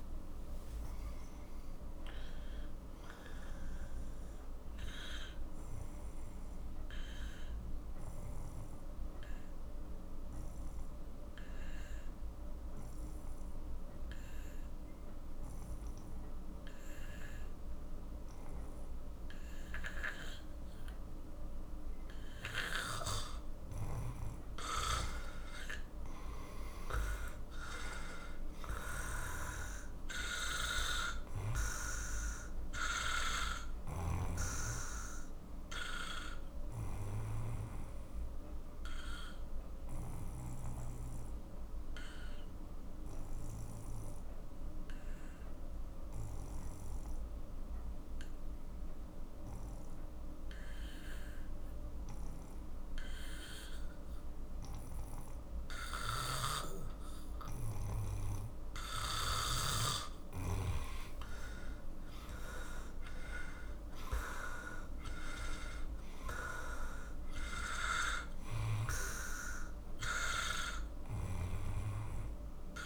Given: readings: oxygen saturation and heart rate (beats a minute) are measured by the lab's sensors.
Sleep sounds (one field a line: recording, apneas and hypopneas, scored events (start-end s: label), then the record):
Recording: breathing in sleep by a room microphone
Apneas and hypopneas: 2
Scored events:
0.00-1.50 s: arousal
0.00-18.50 s: oxygen desaturation (device-marked, oxygen 92% lowest, heart rate 43 extreme)
7.00-23.00 s: obstructive apnea (oxygen 97% before, 91% lowest, heart rate 65 before, 43 extreme, up 16 after)
25.50-29.00 s: arousal
30.50-40.50 s: oxygen desaturation (device-marked, oxygen 97% before, 92% lowest, heart rate 50 before, 43 extreme)
35.50-56.50 s: obstructive apnea (oxygen 97% before, 91% lowest, heart rate 53 before, 43 extreme, up 13 after)
56.00-60.00 s: snoring (device-marked)
59.00-62.50 s: arousal
64.50-72.86 s: oxygen desaturation (device-marked, oxygen 98% before, 91% lowest, heart rate 48 before, 44 extreme)
From the record:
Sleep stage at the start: N2 (light sleep)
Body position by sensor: on the back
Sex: male